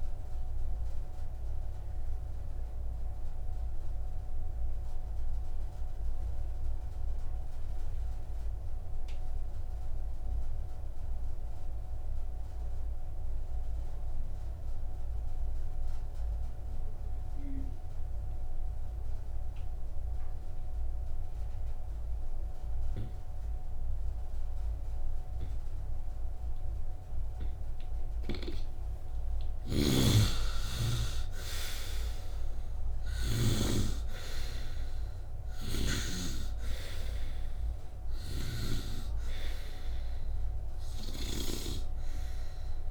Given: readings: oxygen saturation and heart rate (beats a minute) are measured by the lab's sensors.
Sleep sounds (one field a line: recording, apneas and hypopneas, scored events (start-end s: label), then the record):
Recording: breathing in sleep by a room microphone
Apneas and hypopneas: 1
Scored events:
0.00-8.00 s: oxygen desaturation (device-marked, oxygen 68% lowest, heart rate 55 extreme)
0.50-28.00 s: obstructive apnea (oxygen 97% before, 68% lowest, heart rate 64 before, 55 extreme, up 2 after)
20.00-42.91 s: oxygen desaturation (device-marked, oxygen 95% before, 69% lowest, heart rate 72 before, 55 extreme)
29.50-34.00 s: snoring (device-marked)
30.00-34.00 s: arousal
From the record:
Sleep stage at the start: N2 (light sleep)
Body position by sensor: upright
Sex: male